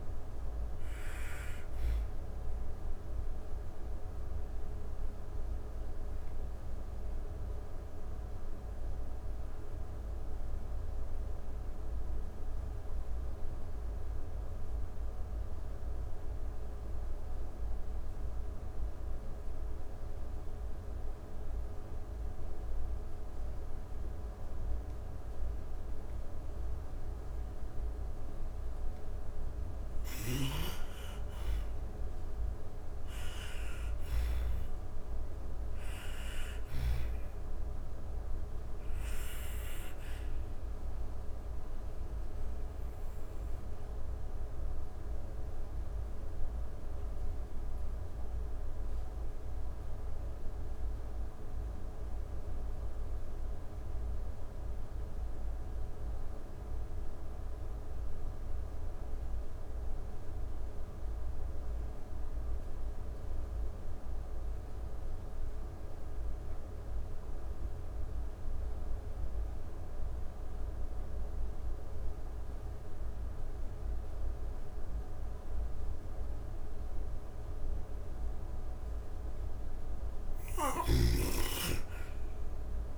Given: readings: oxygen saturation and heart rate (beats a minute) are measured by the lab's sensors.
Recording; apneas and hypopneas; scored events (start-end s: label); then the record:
breathing in sleep, hard to hear, by a room microphone; 2
0.00-9.00 s: oxygen desaturation (device-marked, oxygen 84% lowest)
1.50-26.00 s: obstructive apnea (oxygen 99% before, 84% lowest)
28.00-33.00 s: arousal
28.50-33.00 s: snoring (device-marked)
29.00-50.00 s: oxygen desaturation (device-marked, oxygen 99% before, 92% lowest)
38.00-78.50 s: obstructive apnea (oxygen 99% before, 81% lowest)
66.00-82.98 s: oxygen desaturation (device-marked, oxygen 98% before, 81% lowest)
79.00-82.98 s: snoring (device-marked)
From the record:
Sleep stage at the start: N2 (light sleep); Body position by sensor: on the back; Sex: female